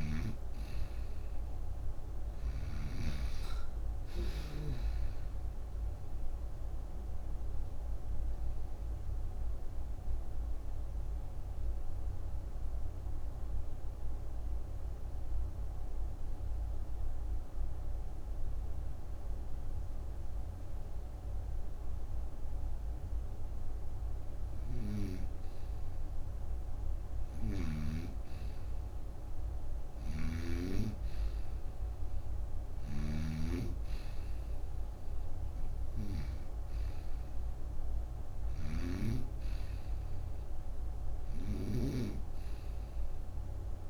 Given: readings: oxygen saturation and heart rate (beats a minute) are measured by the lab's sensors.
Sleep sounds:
breathing in sleep by a room microphone; 1
0.00-2.50 s: snoring (device-marked)
0.00-3.50 s: arousal
7.00-23.00 s: obstructive apnea (oxygen 96% before, 94% lowest, heart rate 43 before, 38 extreme, up 15 after)
23.00-26.50 s: arousal
29.50-36.00 s: snoring (device-marked)
38.00-41.50 s: snoring (device-marked)
From the record:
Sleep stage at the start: N2 (light sleep); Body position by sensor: on the right side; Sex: female

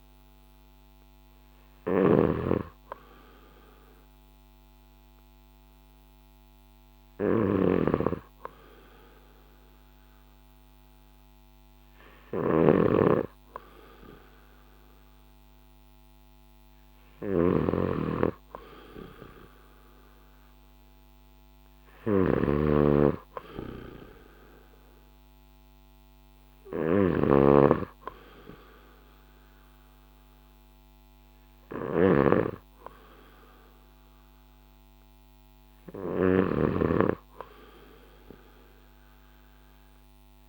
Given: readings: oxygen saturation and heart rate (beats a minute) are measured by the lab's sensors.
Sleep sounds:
breathing in sleep by a microphone on the trachea; none
0.00-13.00 s: oxygen desaturation (device-marked, oxygen 89% lowest, heart rate 57 extreme)
0.00-40.49 s: snoring (device-marked)
From the record:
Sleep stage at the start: N2 (light sleep); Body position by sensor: on the back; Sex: male

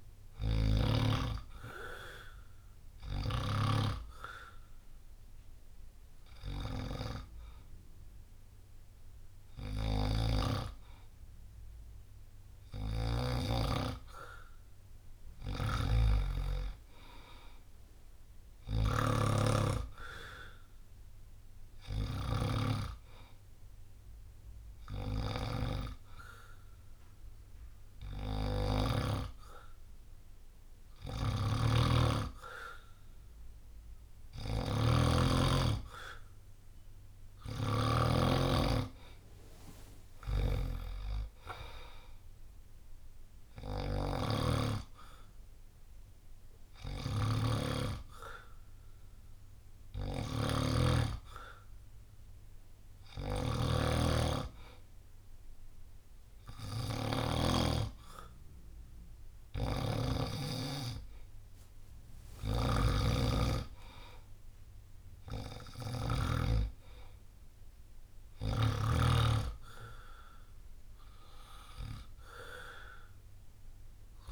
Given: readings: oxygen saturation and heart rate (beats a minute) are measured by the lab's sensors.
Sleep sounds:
breathing in sleep by a room microphone; 3
0.00-7.50 s: drop in pulse transit time (device-marked, heart rate 63 extreme)
2.50-12.50 s: hypopnea (oxygen 95% before, 92% lowest, heart rate 68 before, 61 extreme, up 13 after)
9.50-13.00 s: snoring (device-marked)
15.00-28.50 s: snoring (device-marked)
15.50-18.50 s: arousal
24.50-35.00 s: hypopnea (oxygen 97% before, 94% lowest, heart rate 70 before, 62 extreme, up 10 after)
30.50-37.50 s: snoring (device-marked)
39.00-42.00 s: arousal
39.50-57.00 s: snoring (device-marked)
48.00-59.50 s: hypopnea (oxygen 97% before, 94% lowest, heart rate 65 before, 61 extreme, up 12 after)
59.00-66.00 s: snoring (device-marked)
62.00-65.00 s: arousal
From the record:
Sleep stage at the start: N2 (light sleep); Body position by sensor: on the back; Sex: male

